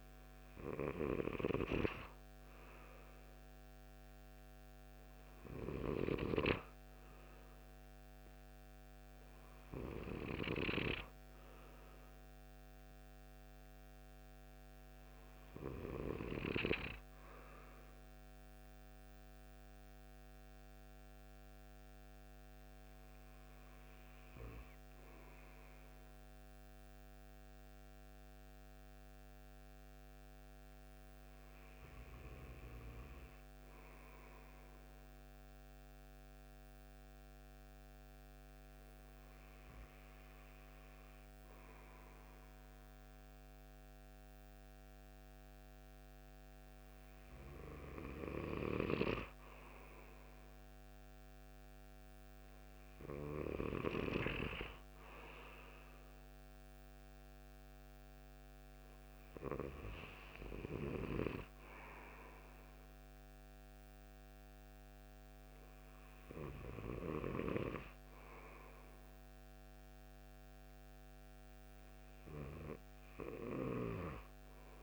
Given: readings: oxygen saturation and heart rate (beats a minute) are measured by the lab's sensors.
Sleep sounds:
breathing in sleep by a microphone on the trachea; none
none scored
From the record:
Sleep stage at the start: N2 (light sleep); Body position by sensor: on the right side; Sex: male

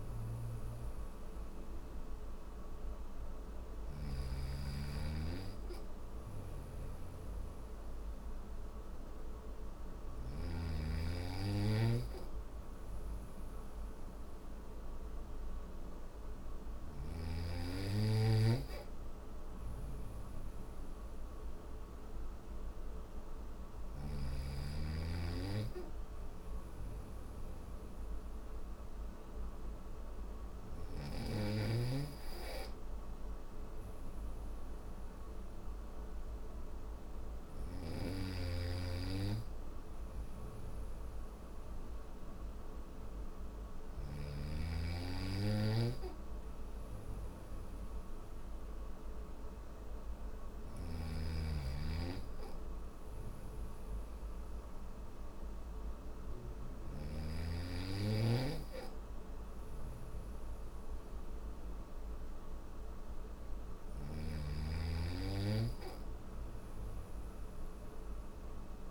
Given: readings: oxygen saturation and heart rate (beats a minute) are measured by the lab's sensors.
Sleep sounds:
breathing in sleep by a room microphone; none
0.00-9.50 s: snoring (device-marked)
15.50-23.00 s: snoring (device-marked)
36.50-43.00 s: snoring (device-marked)
49.50-56.00 s: snoring (device-marked)
From the record:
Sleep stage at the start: N1 (lightest sleep); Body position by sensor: on the back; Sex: male

